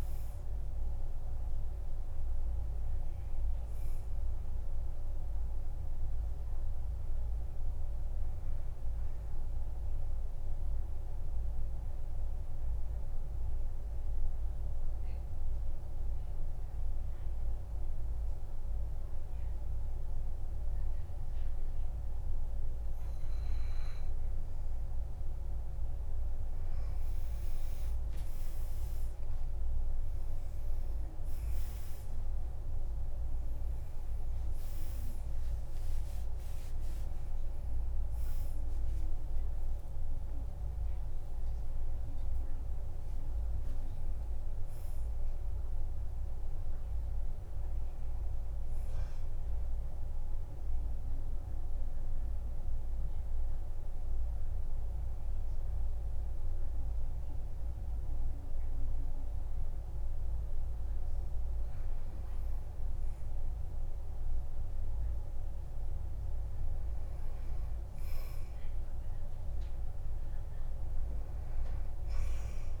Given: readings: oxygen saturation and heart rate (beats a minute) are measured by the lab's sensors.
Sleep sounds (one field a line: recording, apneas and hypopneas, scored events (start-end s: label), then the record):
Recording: breathing in sleep, hard to hear, by a room microphone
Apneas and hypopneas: 2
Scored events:
6.00-23.50 s: obstructive apnea (oxygen 98% before, 92% lowest, heart rate 52 before, 46 extreme, up 15 after)
25.50-28.00 s: arousal
27.50-50.50 s: oxygen desaturation (device-marked, oxygen 98% before, 92% lowest, heart rate 49 before, 47 extreme)
40.00-44.00 s: arousal
49.50-61.50 s: obstructive apnea (oxygen 98% before, 91% lowest, heart rate 61 before, 47 extreme, up 8 after)
From the record:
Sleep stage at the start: N2 (light sleep)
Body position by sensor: on the back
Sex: male